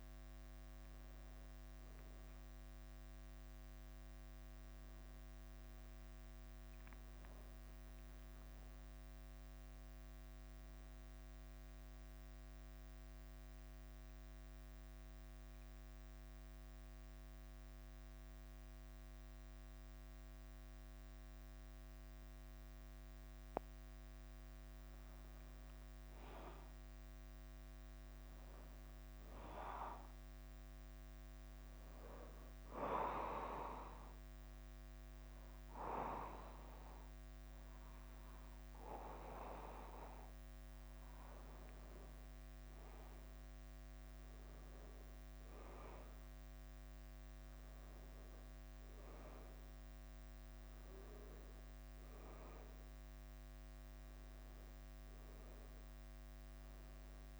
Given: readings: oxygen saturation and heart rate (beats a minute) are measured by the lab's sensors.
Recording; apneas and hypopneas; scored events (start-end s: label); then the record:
breathing in sleep by a microphone on the trachea; 1
0.00-57.40 s: bradycardia (device-marked, heart rate 44 extreme)
8.50-25.50 s: oxygen desaturation (device-marked, oxygen 97% before, 94% lowest, heart rate 54 before, 49 extreme)
10.50-24.00 s: central apnea (oxygen 99% before, 94% lowest, heart rate 54 before, 49 extreme, up 2 after)
25.00-28.50 s: arousal
44.50-57.40 s: oxygen desaturation (device-marked, oxygen 99% before, 95% lowest, heart rate 51 before, 53 extreme)
From the record:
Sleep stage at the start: N2 (light sleep); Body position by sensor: on the back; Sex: male